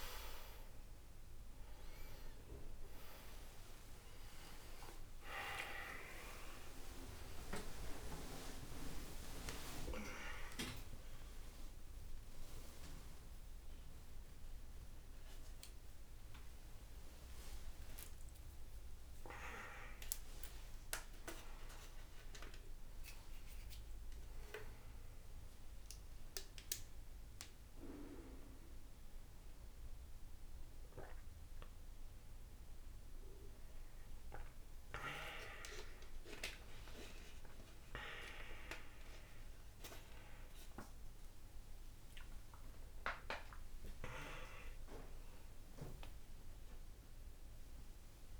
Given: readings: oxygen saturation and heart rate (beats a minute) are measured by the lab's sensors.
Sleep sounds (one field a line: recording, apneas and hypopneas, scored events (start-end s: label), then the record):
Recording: a person awake in a sleep study, by a room microphone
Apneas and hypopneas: none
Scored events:
0.00-10.50 s: oxygen desaturation (device-marked, oxygen 90% lowest, heart rate 66 extreme)
15.50-48.40 s: new sleep stage, awake
29.50-36.50 s: oxygen desaturation (device-marked, oxygen 98% before, 95% lowest, heart rate 76 before, 70 extreme)
From the record:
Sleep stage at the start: N1 (lightest sleep)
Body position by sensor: on the right side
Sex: male